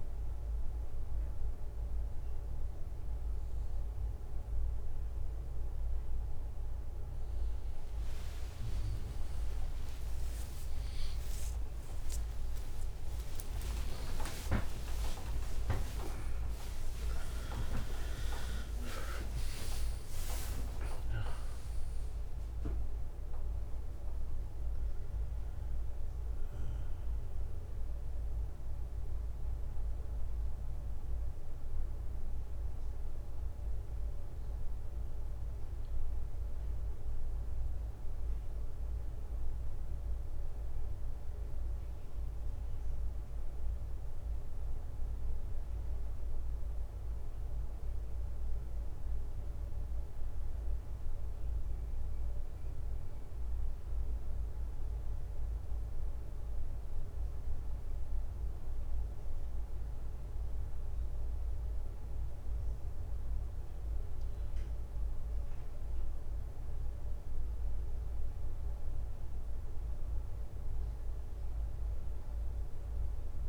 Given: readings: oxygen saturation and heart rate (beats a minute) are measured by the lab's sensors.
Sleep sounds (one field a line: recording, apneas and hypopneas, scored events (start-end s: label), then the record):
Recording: a person partly awake in a sleep study, by a room microphone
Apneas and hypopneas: 1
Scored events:
7.50-37.50 s: new sleep stage, awake
17.50-33.50 s: drop in pulse transit time (device-marked, heart rate 72 before, 70 extreme)
37.50-73.49 s: new sleep stage, N1 (lightest sleep)
56.50-68.00 s: obstructive apnea (oxygen 98% before, 94% lowest, heart rate 66 before, 65 extreme, up 5 after)
70.50-73.49 s: arousal
From the record:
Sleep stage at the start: N2 (light sleep)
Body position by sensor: on the back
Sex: male